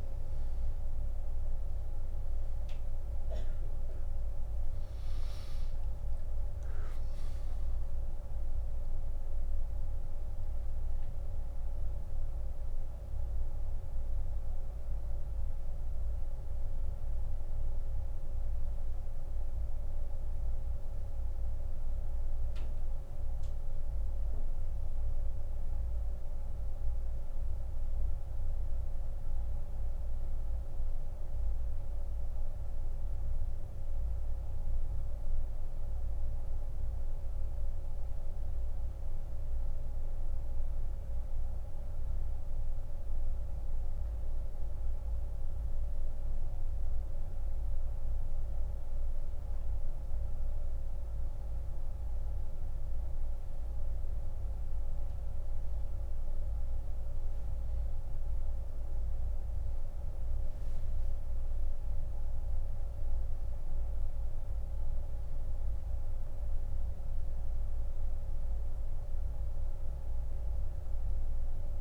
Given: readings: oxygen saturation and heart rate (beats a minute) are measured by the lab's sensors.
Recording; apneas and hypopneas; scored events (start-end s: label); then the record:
breathing in sleep, hard to hear, by a room microphone; 1
1.50-5.50 s: arousal
17.00-45.50 s: hypopnea (oxygen 98% before, 92% lowest)
47.00-51.00 s: arousal
63.00-71.81 s: oxygen desaturation (device-marked, oxygen 97% before, 93% lowest)
From the record:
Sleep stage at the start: N1 (lightest sleep); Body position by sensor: on the back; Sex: male